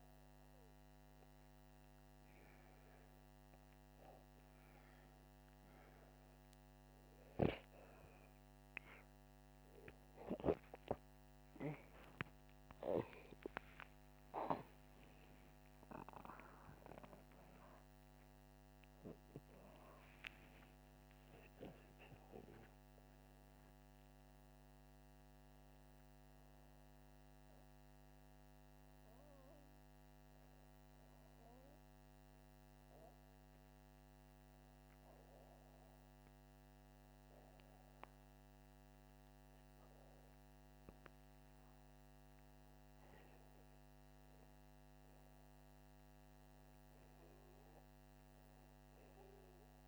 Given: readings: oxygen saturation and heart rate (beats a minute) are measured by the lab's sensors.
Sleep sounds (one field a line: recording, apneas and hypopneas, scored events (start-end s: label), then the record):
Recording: breathing in sleep by a microphone on the trachea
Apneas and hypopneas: 1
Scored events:
11.50-18.00 s: arousal
34.00-44.00 s: hypopnea (oxygen 97% before, 95% lowest, heart rate 86 before, 79 extreme, up 4 after)
45.50-48.50 s: arousal
From the record:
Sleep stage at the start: N2 (light sleep)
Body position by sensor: upright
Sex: male